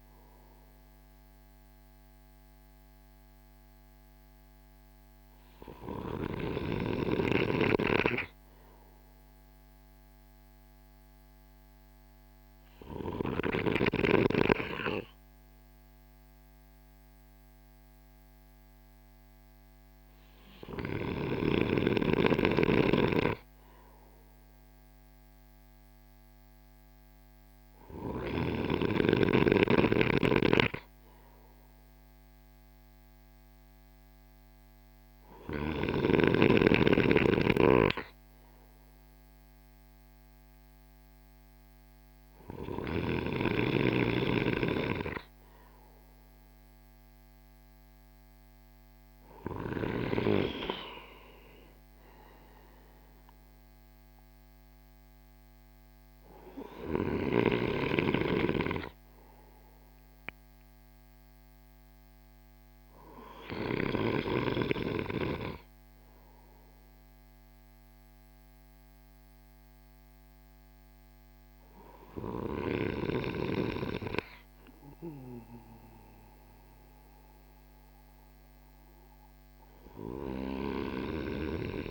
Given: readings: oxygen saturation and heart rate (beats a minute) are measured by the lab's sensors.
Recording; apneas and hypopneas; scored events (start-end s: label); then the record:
breathing in sleep by a microphone on the trachea; none
none scored
From the record:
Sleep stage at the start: N2 (light sleep); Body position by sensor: on the right side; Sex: male